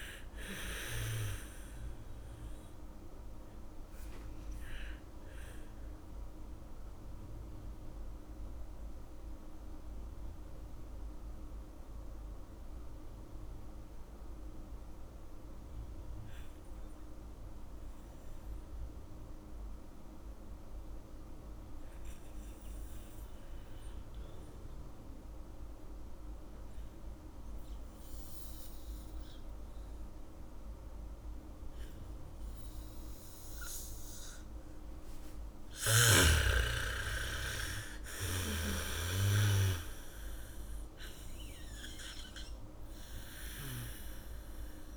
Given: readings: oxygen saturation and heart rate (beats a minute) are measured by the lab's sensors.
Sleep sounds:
breathing in sleep by a room microphone; 1
0.00-1.50 s: snoring (device-marked)
0.00-17.00 s: oxygen desaturation (device-marked, oxygen 83% lowest, heart rate 45 extreme)
8.50-34.00 s: mixed apnea (oxygen 99% before, 82% lowest, heart rate 65 before, 45 extreme, up 7 after)
30.00-44.97 s: oxygen desaturation (device-marked, oxygen 99% before, 82% lowest, heart rate 74 before, 45 extreme)
36.00-43.00 s: bradycardia (device-marked, heart rate 71 before, 45 extreme)
36.50-40.00 s: arousal
From the record:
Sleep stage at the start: N2 (light sleep); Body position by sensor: on the back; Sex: female

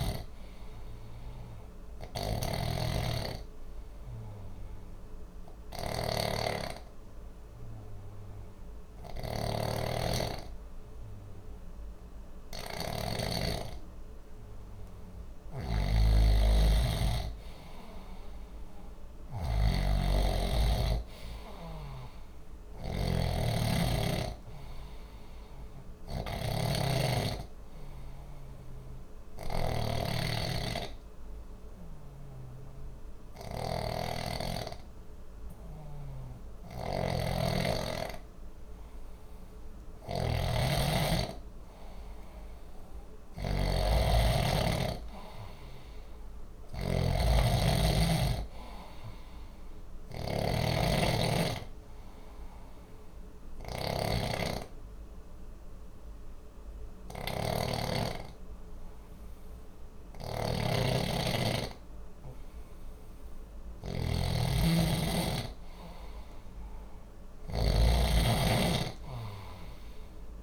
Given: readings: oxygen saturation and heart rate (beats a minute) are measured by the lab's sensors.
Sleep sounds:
breathing in sleep by a room microphone; 3
0.00-33.50 s: snoring (device-marked)
4.50-15.00 s: obstructive apnea (oxygen 94% before, 90% lowest, heart rate 61 before, 60 extreme, up 0 after)
17.50-22.00 s: arousal
29.00-39.00 s: obstructive apnea (oxygen 94% before, 90% lowest, heart rate 60 before, 60 extreme, up 0 after)
34.00-45.00 s: oxygen desaturation (device-marked, oxygen 94% before, 90% lowest, heart rate 60 before, 60 extreme)
35.50-70.43 s: snoring (device-marked)
45.00-50.00 s: arousal
53.50-63.50 s: obstructive apnea (oxygen 94% before, 90% lowest, heart rate 60 before, 60 extreme, up 0 after)
62.00-70.43 s: oxygen desaturation (device-marked, oxygen 94% before, 90% lowest, heart rate 60 before, 59 extreme)
65.50-70.00 s: arousal
From the record:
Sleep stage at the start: N2 (light sleep); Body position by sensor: on the back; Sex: male

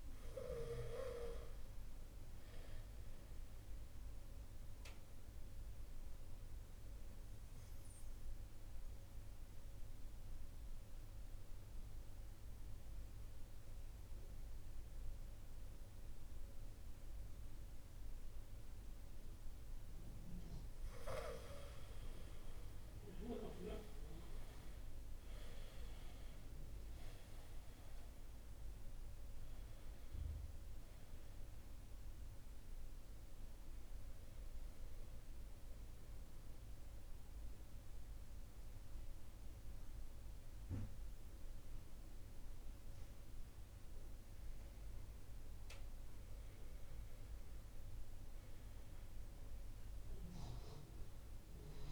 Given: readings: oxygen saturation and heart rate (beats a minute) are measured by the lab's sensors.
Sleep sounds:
breathing in sleep by a room microphone; 2
0.00-20.50 s: oxygen desaturation (device-marked, oxygen 93% lowest)
4.00-19.50 s: obstructive apnea (oxygen 96% before, 92% lowest)
22.00-26.00 s: arousal
29.50-51.50 s: oxygen desaturation (device-marked, oxygen 97% before, 92% lowest)
36.00-46.00 s: central apnea (oxygen 97% before, 92% lowest)
48.50-51.92 s: arousal
From the record:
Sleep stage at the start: N2 (light sleep); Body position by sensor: on the back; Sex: male

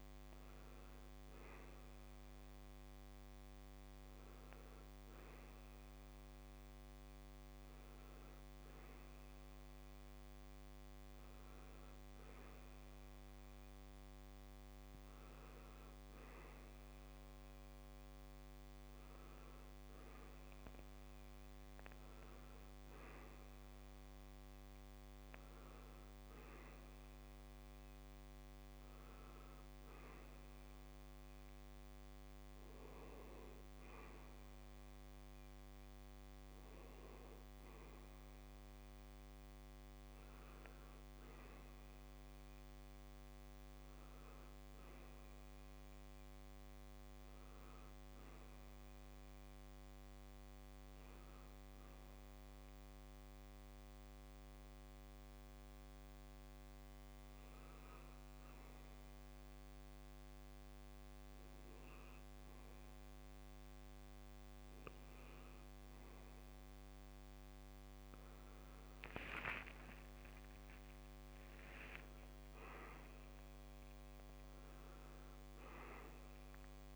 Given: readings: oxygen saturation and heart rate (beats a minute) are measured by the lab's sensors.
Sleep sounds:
a person partly awake in a sleep study, hard to hear, by a microphone on the trachea; 1
23.50-76.96 s: new sleep stage, N1 (lightest sleep)
46.50-57.50 s: hypopnea (oxygen 94% before, 87% lowest, heart rate 73 before, 70 extreme, up 0 after)
62.50-76.96 s: oxygen desaturation (device-marked, oxygen 92% before, 87% lowest, heart rate 71 before, 68 extreme)
65.00-68.50 s: arousal
From the record:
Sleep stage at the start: awake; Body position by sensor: on the back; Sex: male

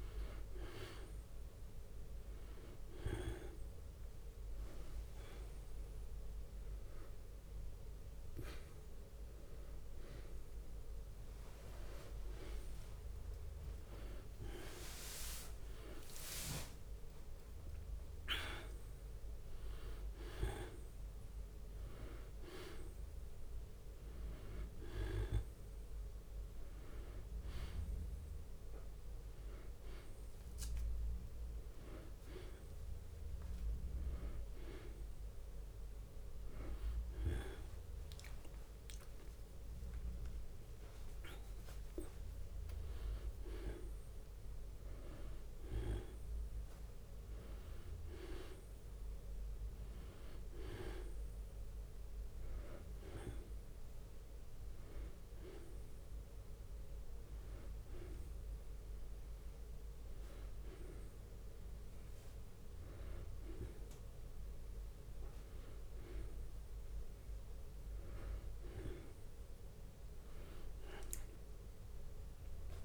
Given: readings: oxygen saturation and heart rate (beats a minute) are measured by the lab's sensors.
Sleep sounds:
a person awake in a sleep study, by a room microphone; none
0.50-2.50 s: long interval between heartbeats (device-marked, heart rate 98 before, 71 extreme)
9.00-11.00 s: long interval between heartbeats (device-marked, heart rate 72 before, 66 extreme)
17.50-19.50 s: long interval between heartbeats (device-marked, heart rate 70 before, 76 extreme)
20.00-31.00 s: drop in pulse transit time (device-marked, heart rate 72 before, 73 extreme)
37.50-39.50 s: long interval between heartbeats (device-marked, heart rate 75 before, 74 extreme)
47.00-51.00 s: bradycardia (device-marked, heart rate 104 before, 59 extreme)
60.00-70.00 s: bradycardia (device-marked, heart rate 101 before, 53 extreme)
From the record:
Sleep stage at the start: awake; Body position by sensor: on the back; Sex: male

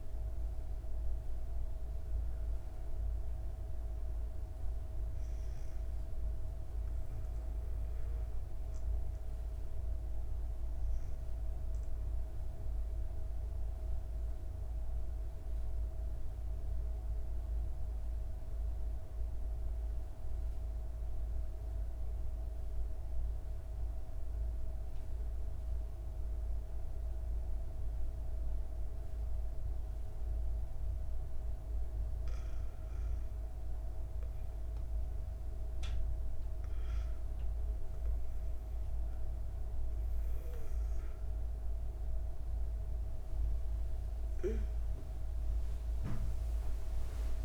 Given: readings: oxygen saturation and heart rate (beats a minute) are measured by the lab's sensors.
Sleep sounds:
breathing in sleep, hard to hear, by a room microphone; 1
0.00-6.00 s: oxygen desaturation (device-marked, oxygen 93% lowest, heart rate 56 extreme)
11.00-31.50 s: obstructive apnea (oxygen 98% before, 93% lowest, heart rate 65 before, 58 extreme, up 5 after)
29.00-47.45 s: oxygen desaturation (device-marked, oxygen 97% before, 93% lowest, heart rate 60 before, 58 extreme)
37.00-47.45 s: new sleep stage, N1 (lightest sleep)
43.50-47.45 s: arousal
From the record:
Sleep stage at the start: N2 (light sleep); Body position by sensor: on the back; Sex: female

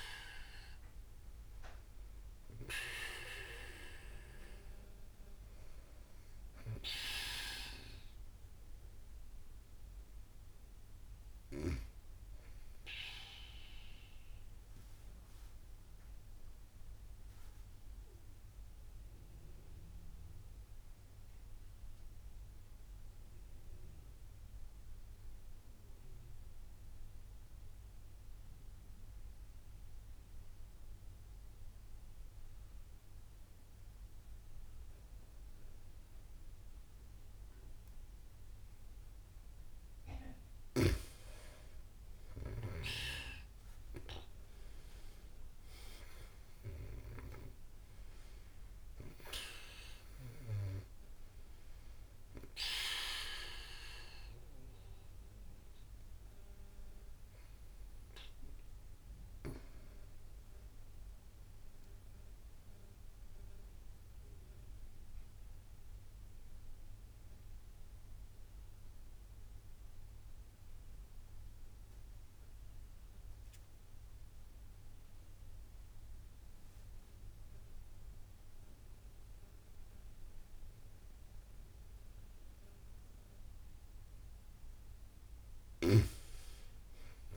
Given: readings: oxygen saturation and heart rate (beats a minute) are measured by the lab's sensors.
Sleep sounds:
breathing in sleep by a room microphone; 2
9.00-29.00 s: oxygen desaturation (device-marked, oxygen 98% before, 93% lowest)
13.50-38.50 s: mixed apnea (oxygen 98% before, 90% lowest)
41.00-76.00 s: oxygen desaturation (device-marked, oxygen 97% before, 90% lowest)
44.00-47.50 s: arousal
62.50-82.00 s: mixed apnea (oxygen 97% before, 90% lowest)
From the record:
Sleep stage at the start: N2 (light sleep); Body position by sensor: on the back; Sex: female

